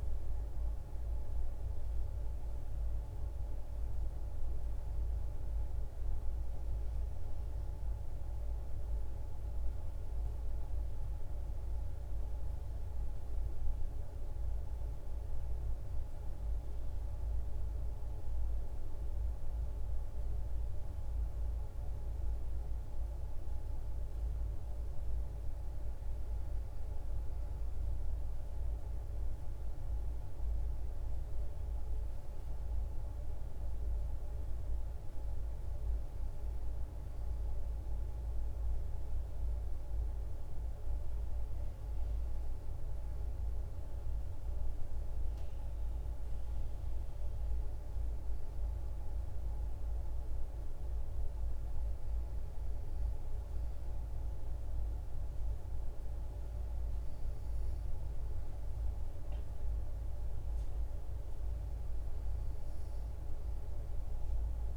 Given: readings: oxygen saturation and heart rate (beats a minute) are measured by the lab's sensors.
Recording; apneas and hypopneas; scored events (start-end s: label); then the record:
breathing in sleep, hard to hear, by a room microphone; none
none scored
From the record:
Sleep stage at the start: N2 (light sleep); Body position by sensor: on the back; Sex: female